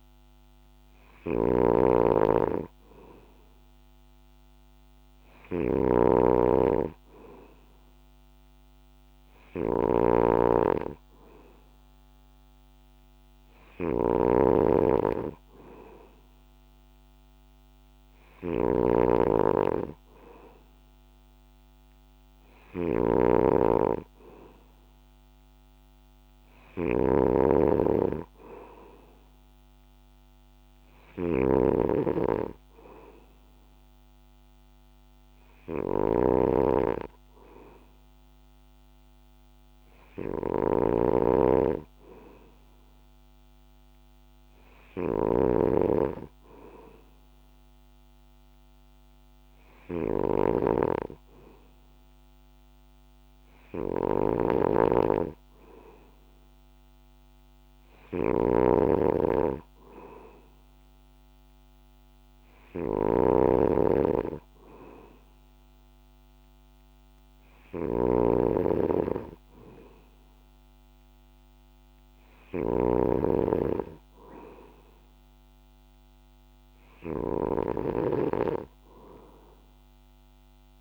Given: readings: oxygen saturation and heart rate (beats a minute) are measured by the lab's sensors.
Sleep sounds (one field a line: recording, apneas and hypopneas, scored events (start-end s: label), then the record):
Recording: breathing in sleep by a microphone on the trachea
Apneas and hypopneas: none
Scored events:
0.00-80.81 s: snoring (device-marked)
From the record:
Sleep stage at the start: N2 (light sleep)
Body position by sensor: on the back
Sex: male